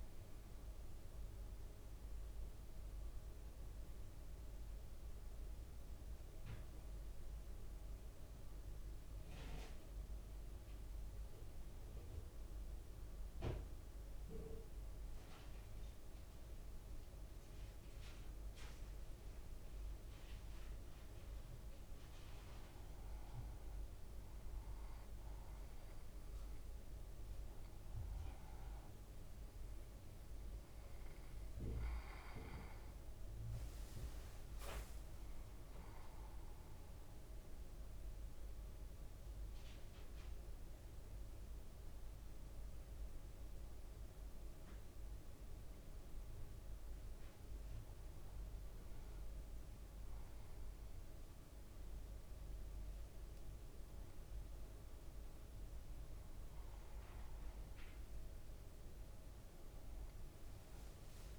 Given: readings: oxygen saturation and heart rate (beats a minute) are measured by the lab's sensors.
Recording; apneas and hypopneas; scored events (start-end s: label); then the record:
breathing in sleep, hard to hear, by a room microphone; 2
7.00-20.00 s: hypopnea (oxygen 98% before, 95% lowest, heart rate 57 before, 53 extreme, up 4 after)
24.00-28.50 s: arousal
25.50-45.50 s: oxygen desaturation (device-marked, oxygen 98% before, 95% lowest, heart rate 55 before, 54 extreme)
32.50-35.00 s: leg movement (device-marked)
37.00-47.50 s: obstructive apnea (oxygen 98% before, 95% lowest, heart rate 56 before, 54 extreme, up 2 after)
52.00-57.00 s: arousal
60.00-61.39 s: leg movement (device-marked)
From the record:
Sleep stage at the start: N2 (light sleep); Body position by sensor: on the back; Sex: male